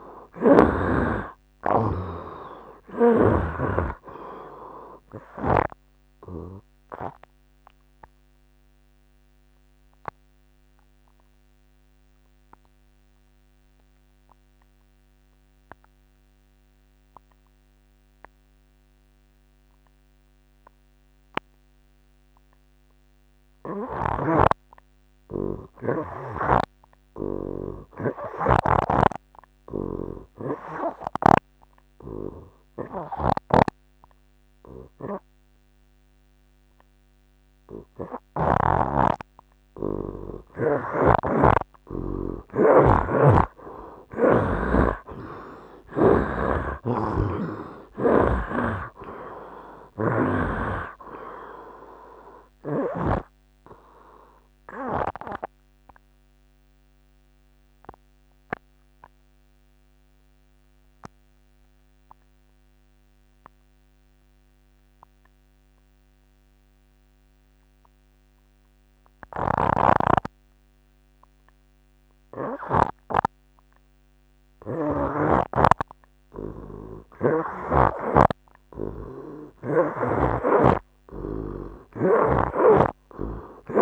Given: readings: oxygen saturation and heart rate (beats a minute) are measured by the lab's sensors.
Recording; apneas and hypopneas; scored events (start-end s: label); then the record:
breathing in sleep by a microphone on the trachea; 2
0.00-2.00 s: snoring (device-marked)
0.00-2.50 s: arousal
6.50-40.50 s: obstructive apnea (oxygen 86% before, 53% lowest, heart rate 87 before, 72 extreme, up 9 after)
8.00-20.00 s: oxygen desaturation (device-marked, oxygen 86% before, 60% lowest, heart rate 88 before, 72 extreme)
22.00-70.00 s: oxygen desaturation (device-marked, oxygen 91% before, 53% lowest, heart rate 85 before, 74 extreme)
24.00-29.00 s: snoring (device-marked)
33.50-39.00 s: snoring (device-marked)
41.00-44.50 s: snoring (device-marked)
43.00-48.00 s: arousal
46.50-53.50 s: snoring (device-marked)
53.50-79.00 s: obstructive apnea (oxygen 87% before, 53% lowest, heart rate 88 before, 74 extreme, up 14 after)
69.50-75.50 s: snoring (device-marked)
72.00-83.82 s: oxygen desaturation (device-marked, oxygen 89% before, 58% lowest, heart rate 83 before, 72 extreme)
82.50-83.82 s: arousal
82.50-83.82 s: snoring (device-marked)
From the record:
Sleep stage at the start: N2 (light sleep); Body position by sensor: on the right side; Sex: male